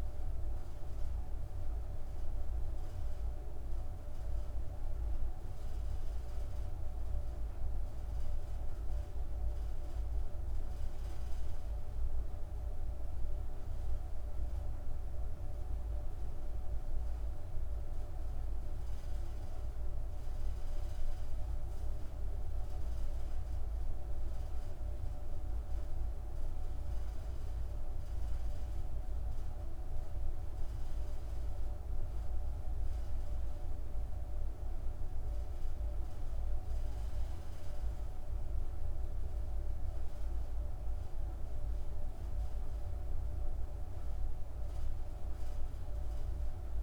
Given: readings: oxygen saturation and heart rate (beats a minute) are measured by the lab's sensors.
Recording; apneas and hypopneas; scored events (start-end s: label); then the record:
breathing in sleep, hard to hear, by a room microphone; 1
2.00-21.50 s: mixed apnea (oxygen 99% before, 94% lowest, heart rate 78 before, 49 extreme, up 9 after)
23.00-27.00 s: arousal
25.50-41.50 s: oxygen desaturation (device-marked, oxygen 98% before, 95% lowest, heart rate 104 before, 54 extreme)
From the record:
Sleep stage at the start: N2 (light sleep); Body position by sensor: on the back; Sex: female